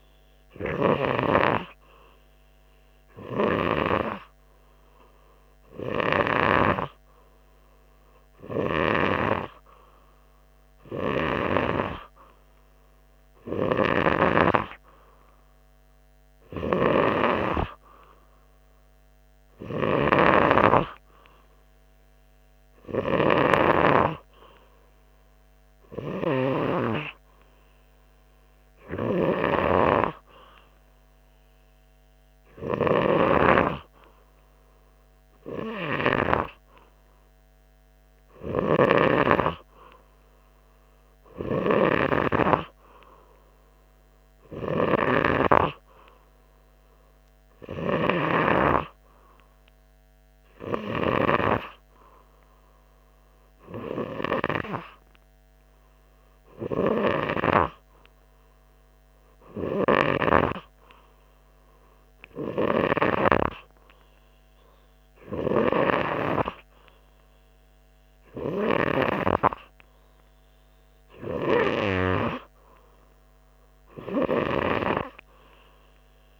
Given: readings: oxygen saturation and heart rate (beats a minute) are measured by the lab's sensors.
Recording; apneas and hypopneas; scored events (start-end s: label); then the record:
breathing in sleep by a microphone on the trachea; none
none scored
From the record:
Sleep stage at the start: N2 (light sleep); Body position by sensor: on the front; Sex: male